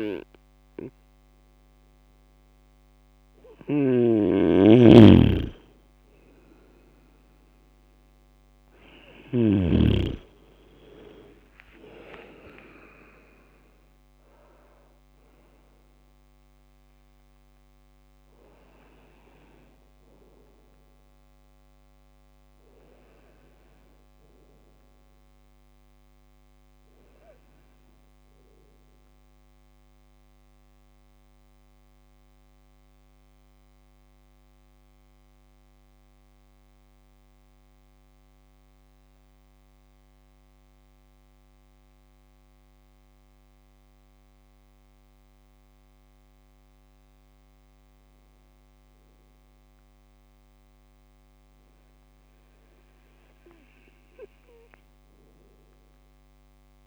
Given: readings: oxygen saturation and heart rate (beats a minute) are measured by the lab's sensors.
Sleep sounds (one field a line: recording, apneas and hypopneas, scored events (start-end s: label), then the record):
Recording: breathing in sleep by a microphone on the trachea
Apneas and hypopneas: 1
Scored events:
0.00-9.50 s: snoring (device-marked)
11.00-14.50 s: arousal
29.00-46.00 s: central apnea (oxygen 97% before, 96% lowest, heart rate 62 before, 59 extreme, up 3 after)
48.50-52.50 s: arousal
From the record:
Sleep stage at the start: N2 (light sleep)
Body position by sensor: on the right side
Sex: male